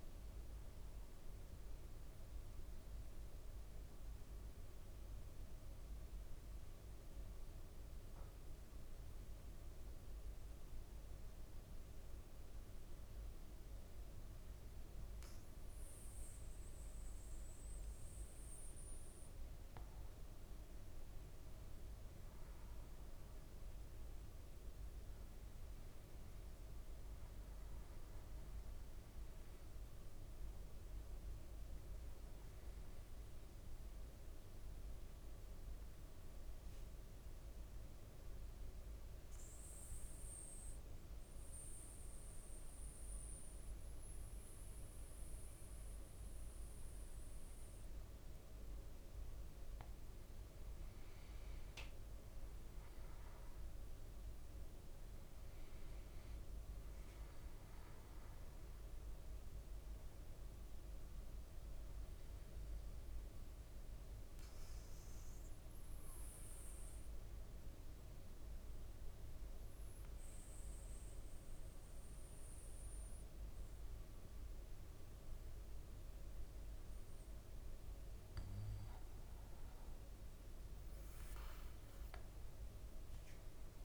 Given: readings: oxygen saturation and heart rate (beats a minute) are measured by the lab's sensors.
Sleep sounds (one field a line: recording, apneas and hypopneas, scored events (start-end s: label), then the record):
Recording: breathing in sleep, hard to hear, by a room microphone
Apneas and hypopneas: 3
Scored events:
5.00-19.50 s: mixed apnea (oxygen 96% before, 94% lowest, heart rate 57 before, 53 extreme, up 4 after)
22.00-28.00 s: arousal
33.50-50.00 s: mixed apnea (oxygen 98% before, 94% lowest, heart rate 56 before, 53 extreme, up 6 after)
52.50-57.00 s: arousal
60.00-77.00 s: oxygen desaturation (device-marked, oxygen 98% before, 94% lowest, heart rate 56 before, 54 extreme)
62.50-78.50 s: obstructive apnea (oxygen 98% before, 94% lowest, heart rate 56 before, 54 extreme, up 3 after)
From the record:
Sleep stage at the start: N2 (light sleep)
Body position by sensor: on the back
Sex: male